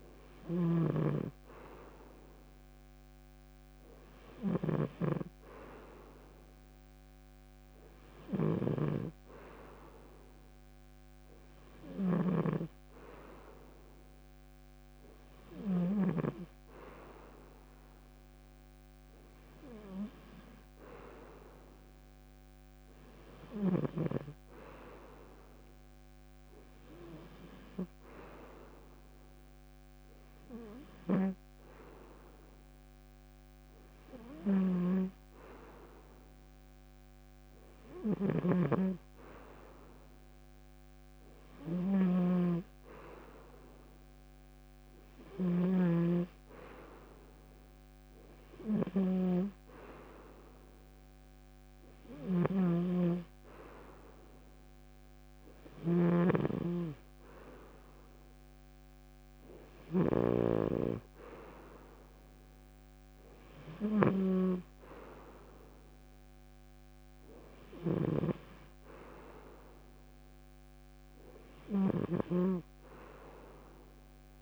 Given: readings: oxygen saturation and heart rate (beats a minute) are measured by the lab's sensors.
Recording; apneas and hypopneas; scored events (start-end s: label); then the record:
breathing in sleep by a microphone on the trachea; none
0.00-15.50 s: snoring (device-marked)
34.00-74.42 s: snoring (device-marked)
From the record:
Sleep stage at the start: N2 (light sleep); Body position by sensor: on the front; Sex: male